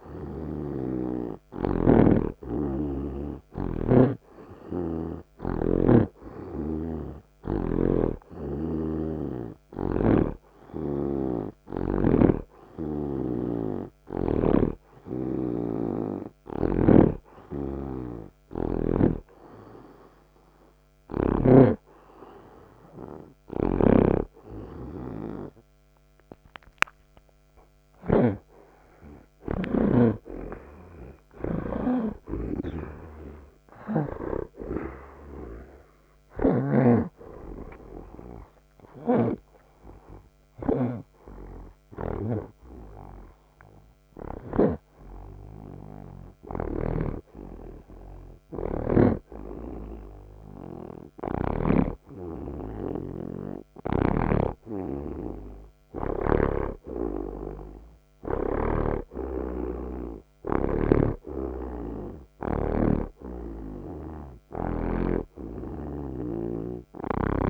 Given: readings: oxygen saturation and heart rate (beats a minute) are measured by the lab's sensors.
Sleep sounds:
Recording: breathing in sleep by a microphone on the trachea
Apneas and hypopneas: none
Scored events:
0.00-1.00 s: snoring (device-marked)
0.00-7.50 s: oxygen desaturation (device-marked, oxygen 79% lowest)
8.00-11.50 s: snoring (device-marked)
13.50-17.00 s: snoring (device-marked)
13.50-17.50 s: oxygen desaturation (device-marked, oxygen 84% before, 81% lowest)
24.00-45.00 s: snoring (device-marked)
35.50-40.00 s: arousal
43.50-53.50 s: oxygen desaturation (device-marked, oxygen 82% before, 79% lowest)
47.00-52.00 s: snoring (device-marked)
54.00-59.00 s: snoring (device-marked)
61.00-65.00 s: snoring (device-marked)
62.50-67.50 s: oxygen desaturation (device-marked, oxygen 89% before, 84% lowest)
From the record:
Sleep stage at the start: N2 (light sleep)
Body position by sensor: on the right side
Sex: male

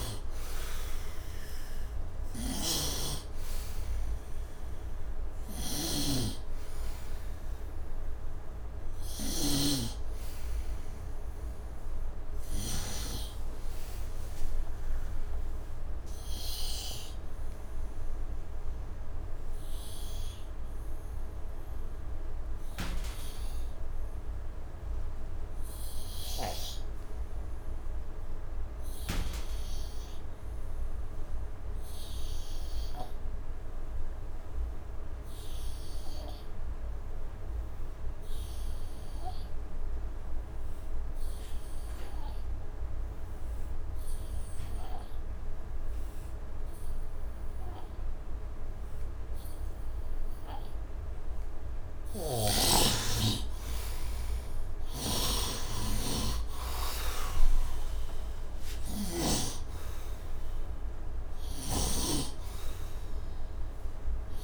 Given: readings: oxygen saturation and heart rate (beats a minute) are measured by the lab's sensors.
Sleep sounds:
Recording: breathing in sleep by a room microphone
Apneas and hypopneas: 1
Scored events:
0.00-1.00 s: arousal
0.00-9.50 s: snoring (device-marked)
0.00-18.00 s: oxygen desaturation (device-marked, oxygen 73% lowest, heart rate 76 extreme)
15.50-50.50 s: obstructive apnea (oxygen 90% before, 74% lowest, heart rate 105 before, 76 extreme, up 44 after)
37.00-64.44 s: oxygen desaturation (device-marked, oxygen 99% before, 74% lowest, heart rate 125 before, 72 extreme)
51.50-59.00 s: snoring (device-marked)
52.50-57.00 s: arousal
61.00-64.44 s: snoring (device-marked)
From the record:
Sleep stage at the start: N2 (light sleep)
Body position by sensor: on the right side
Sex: male

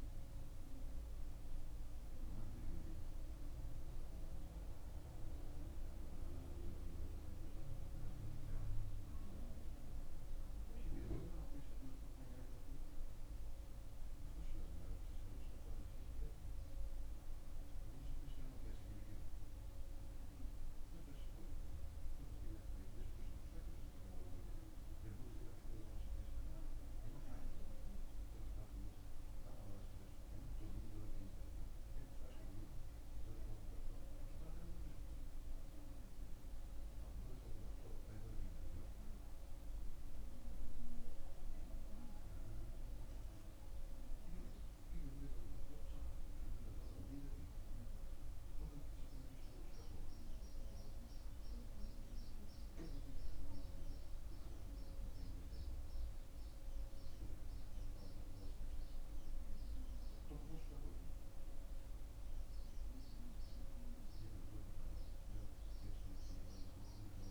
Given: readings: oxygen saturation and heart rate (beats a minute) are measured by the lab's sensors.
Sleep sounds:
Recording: a person awake in a sleep study, hard to hear, by a room microphone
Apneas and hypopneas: none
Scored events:
none scored
From the record:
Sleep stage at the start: awake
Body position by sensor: on the back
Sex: male

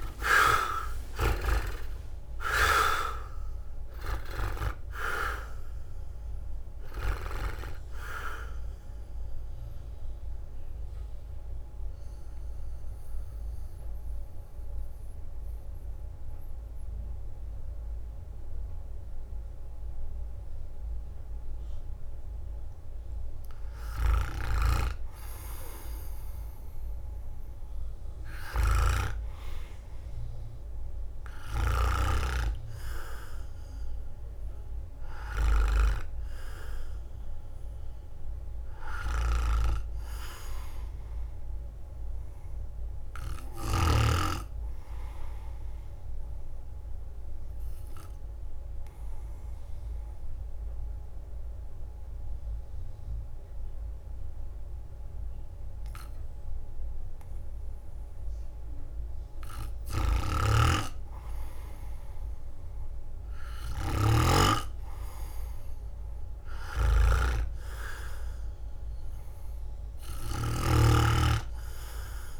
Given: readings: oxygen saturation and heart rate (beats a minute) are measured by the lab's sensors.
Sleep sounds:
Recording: breathing in sleep by a room microphone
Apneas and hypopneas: 2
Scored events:
0.00-1.50 s: arousal
0.00-2.50 s: leg movement (device-marked)
0.00-13.00 s: drop in pulse transit time (device-marked, heart rate 64 extreme)
0.00-28.00 s: oxygen desaturation (device-marked, oxygen 54% lowest, heart rate 51 extreme)
9.00-22.50 s: central apnea (oxygen 70% before, 54% lowest, heart rate 74 before, 53 extreme, up 7 after)
27.00-32.50 s: arousal
45.50-59.00 s: obstructive apnea (oxygen 100% before, 93% lowest, heart rate 61 before, 50 extreme, up 7 after)
63.00-67.50 s: arousal
64.00-72.40 s: drop in pulse transit time (device-marked, heart rate 52 before, 54 extreme)
From the record:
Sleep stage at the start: REM sleep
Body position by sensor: on the right side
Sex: male

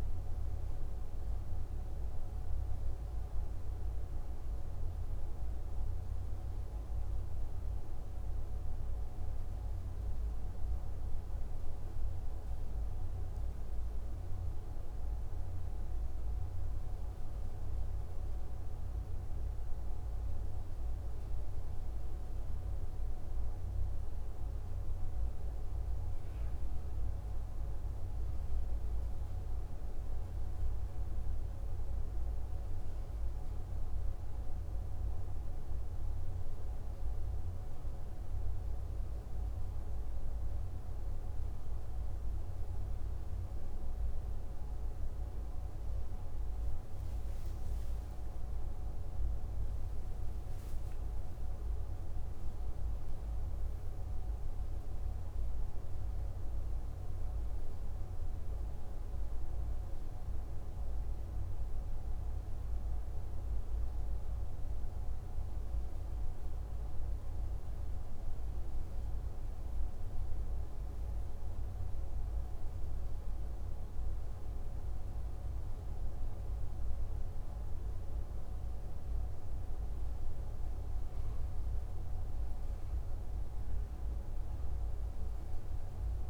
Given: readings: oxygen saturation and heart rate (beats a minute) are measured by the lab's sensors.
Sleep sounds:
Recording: breathing in sleep, hard to hear, by a room microphone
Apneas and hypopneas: none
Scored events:
none scored
From the record:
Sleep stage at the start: N2 (light sleep)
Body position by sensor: on the back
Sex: male

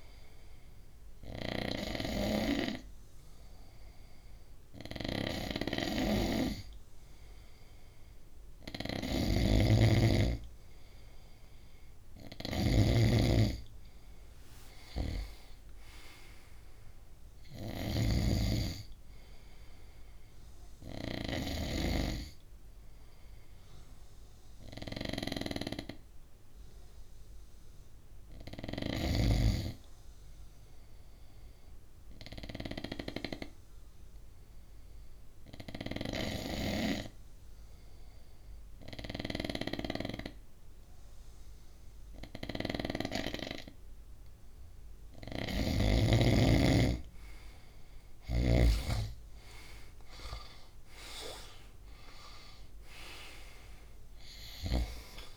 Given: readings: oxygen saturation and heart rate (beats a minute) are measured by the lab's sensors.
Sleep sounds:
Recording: breathing in sleep by a room microphone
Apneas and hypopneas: 1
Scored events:
4.50-21.50 s: snoring (device-marked)
30.00-45.00 s: obstructive apnea (oxygen 97% before, 93% lowest, heart rate 64 before, 60 extreme, up 7 after)
47.00-55.37 s: oxygen desaturation (device-marked, oxygen 97% before, 93% lowest, heart rate 64 before, 60 extreme)
48.50-51.00 s: arousal
From the record:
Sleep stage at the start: N2 (light sleep)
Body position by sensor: on the right side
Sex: male

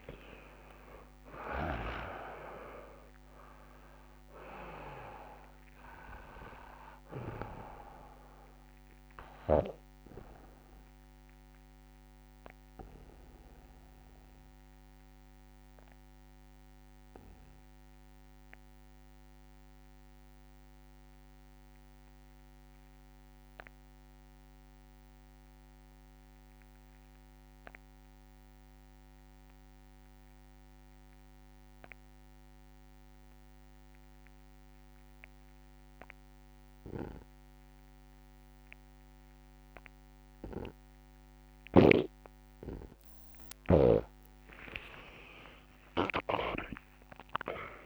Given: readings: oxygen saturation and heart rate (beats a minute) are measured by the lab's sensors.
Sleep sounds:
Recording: breathing in sleep by a microphone on the trachea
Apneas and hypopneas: 1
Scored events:
0.00-2.00 s: arousal
0.00-3.00 s: oxygen desaturation (device-marked, oxygen 89% lowest, heart rate 68 extreme)
0.00-7.50 s: snoring (device-marked)
1.50-3.50 s: long interval between heartbeats (device-marked, heart rate 70 before, 89 extreme)
5.00-24.00 s: oxygen desaturation (device-marked, oxygen 93% before, 83% lowest, heart rate 75 before, 66 extreme)
10.50-42.50 s: obstructive apnea (oxygen 98% before, 83% lowest, heart rate 78 before, 64 extreme, up 22 after)
35.00-47.86 s: oxygen desaturation (device-marked, oxygen 99% before, 83% lowest, heart rate 69 before, 64 extreme)
41.50-46.50 s: snoring (device-marked)
45.00-47.86 s: arousal
45.50-47.50 s: long interval between heartbeats (device-marked, heart rate 71 before, 88 extreme)
From the record:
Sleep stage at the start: N2 (light sleep)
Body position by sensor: on the back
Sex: male

